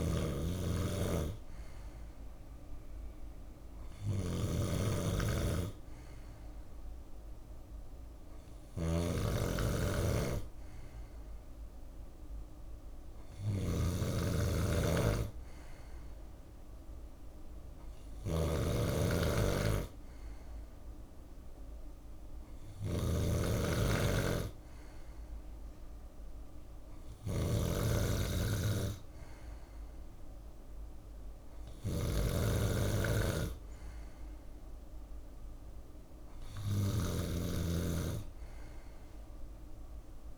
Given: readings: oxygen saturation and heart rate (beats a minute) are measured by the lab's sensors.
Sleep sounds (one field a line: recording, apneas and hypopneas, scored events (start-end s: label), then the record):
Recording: breathing in sleep by a room microphone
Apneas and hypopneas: none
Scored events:
0.00-40.38 s: snoring (device-marked)
From the record:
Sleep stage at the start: N2 (light sleep)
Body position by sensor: on the left side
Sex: male